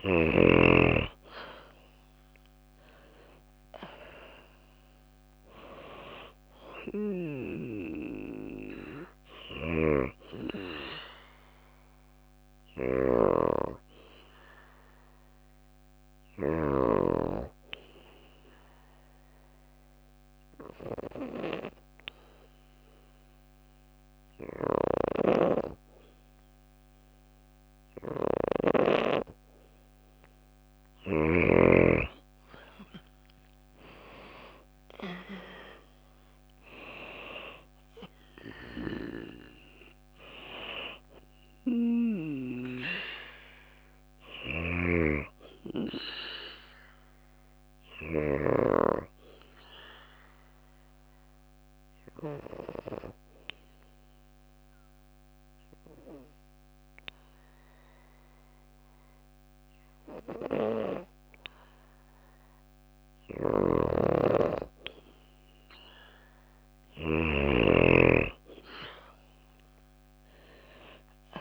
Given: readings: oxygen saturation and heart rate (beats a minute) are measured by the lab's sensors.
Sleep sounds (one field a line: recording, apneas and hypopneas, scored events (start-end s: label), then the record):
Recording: breathing in sleep by a microphone on the trachea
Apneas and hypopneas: 2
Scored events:
2.00-6.00 s: arousal
2.00-22.00 s: oxygen desaturation (device-marked, oxygen 97% before, 93% lowest, heart rate 55 before, 54 extreme)
16.50-29.00 s: hypopnea (oxygen 97% before, 93% lowest, heart rate 58 before, 55 extreme, up 5 after)
32.00-35.50 s: arousal
37.00-57.00 s: oxygen desaturation (device-marked, oxygen 97% before, 93% lowest, heart rate 56 before, 54 extreme)
43.50-47.50 s: snoring (device-marked)
48.00-61.50 s: obstructive apnea (oxygen 97% before, 93% lowest, heart rate 57 before, 53 extreme, up 3 after)
62.50-66.50 s: snoring (device-marked)
69.50-71.41 s: arousal
From the record:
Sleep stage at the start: N2 (light sleep)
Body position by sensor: on the back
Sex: female